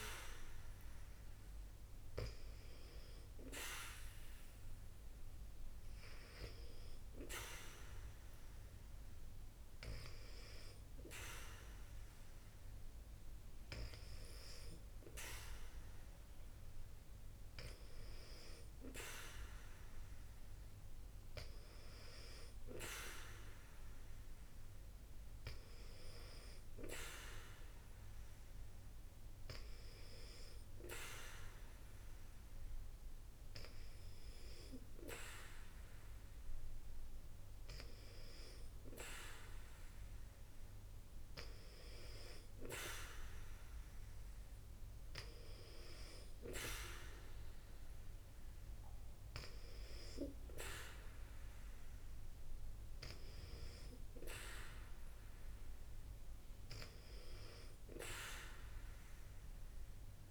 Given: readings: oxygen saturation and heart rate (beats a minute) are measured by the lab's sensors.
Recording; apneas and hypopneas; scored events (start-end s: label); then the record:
breathing in sleep by a room microphone; none
none scored
From the record:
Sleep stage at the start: N2 (light sleep); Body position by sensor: on the back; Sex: female